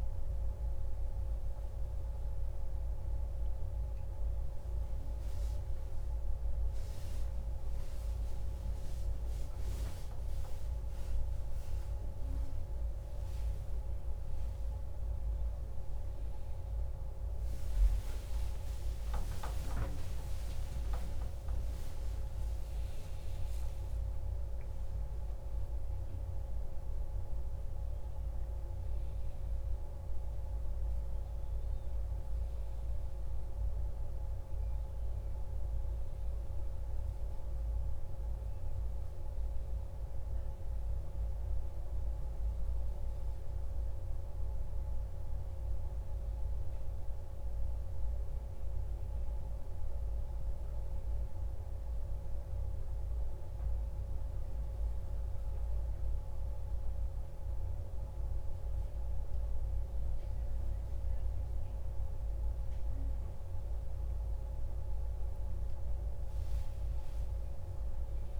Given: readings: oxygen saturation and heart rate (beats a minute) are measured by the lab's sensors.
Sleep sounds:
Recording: a person awake in a sleep study, hard to hear, by a room microphone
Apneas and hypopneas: none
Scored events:
40.00-68.40 s: new sleep stage, N1 (lightest sleep)
64.00-68.00 s: arousal
From the record:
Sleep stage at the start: awake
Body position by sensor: on the back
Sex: male

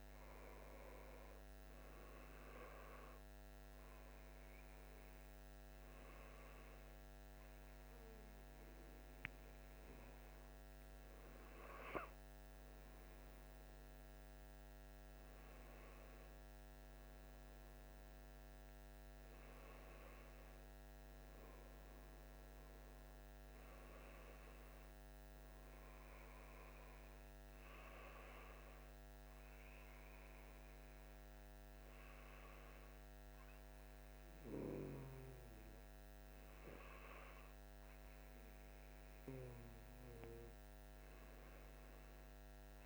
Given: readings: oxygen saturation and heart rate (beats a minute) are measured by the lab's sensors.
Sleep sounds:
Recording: breathing in sleep, hard to hear, by a microphone on the trachea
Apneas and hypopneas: none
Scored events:
none scored
From the record:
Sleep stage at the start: N2 (light sleep)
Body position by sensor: on the left side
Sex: male

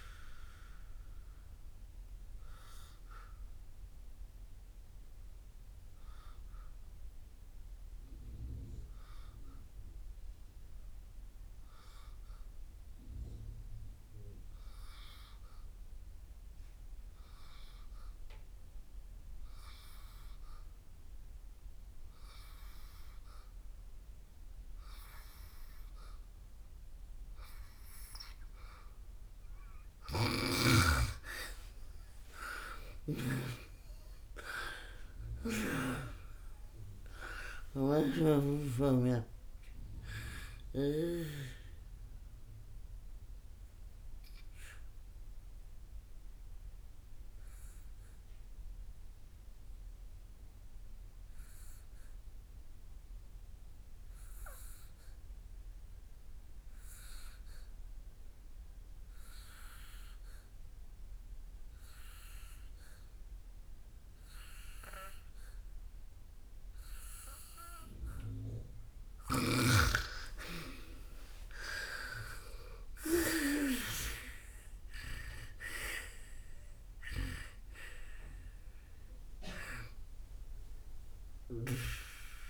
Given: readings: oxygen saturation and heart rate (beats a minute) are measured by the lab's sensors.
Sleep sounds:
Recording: breathing in sleep by a room microphone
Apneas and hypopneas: 2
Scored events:
0.00-18.50 s: oxygen desaturation (device-marked, oxygen 83% lowest, heart rate 53 extreme)
2.00-29.50 s: obstructive apnea (oxygen 99% before, 83% lowest, heart rate 65 before, 53 extreme, up 11 after)
27.50-63.50 s: oxygen desaturation (device-marked, oxygen 98% before, 85% lowest, heart rate 57 before, 54 extreme)
31.50-37.50 s: arousal
42.00-68.00 s: obstructive apnea (oxygen 98% before, 85% lowest, heart rate 66 before, 54 extreme, up 29 after)
70.50-75.50 s: arousal
70.50-82.50 s: oxygen desaturation (device-marked, oxygen 99% before, 86% lowest, heart rate 60 before, 57 extreme)
From the record:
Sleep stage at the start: N2 (light sleep)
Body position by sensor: on the back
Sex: female

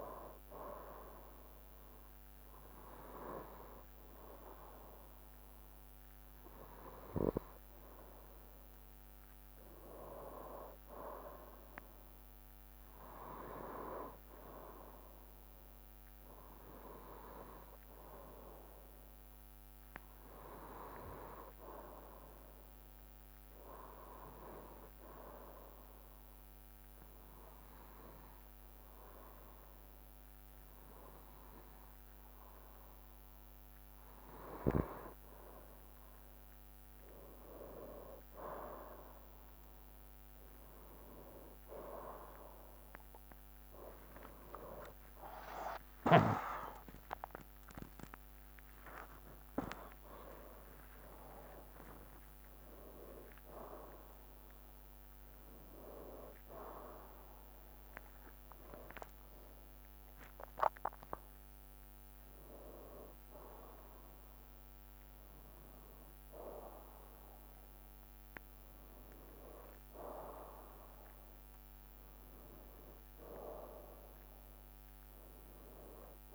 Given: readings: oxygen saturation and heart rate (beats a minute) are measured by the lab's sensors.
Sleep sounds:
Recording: breathing in sleep by a microphone on the trachea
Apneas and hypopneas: 1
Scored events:
23.50-34.50 s: hypopnea (oxygen 95% before, 93% lowest, heart rate 65 before, 64 extreme, up 4 after)
44.00-57.00 s: drop in pulse transit time (device-marked, heart rate 66 before, 69 extreme)
45.00-49.50 s: arousal
51.00-76.35 s: new sleep stage, N1 (lightest sleep)
From the record:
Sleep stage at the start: N2 (light sleep)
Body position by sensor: on the right side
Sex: male

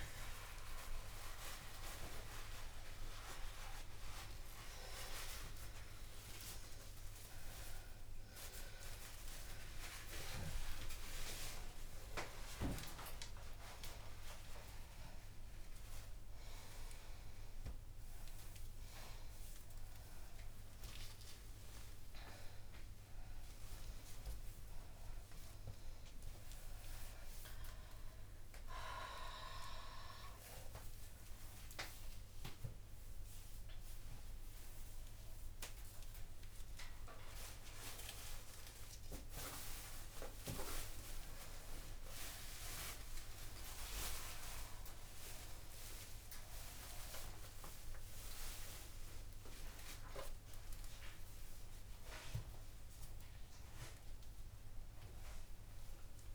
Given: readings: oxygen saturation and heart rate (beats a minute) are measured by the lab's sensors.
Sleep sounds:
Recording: a person awake in a sleep study, by a room microphone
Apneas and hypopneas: none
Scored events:
none scored
From the record:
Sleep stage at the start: awake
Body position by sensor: upright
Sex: female

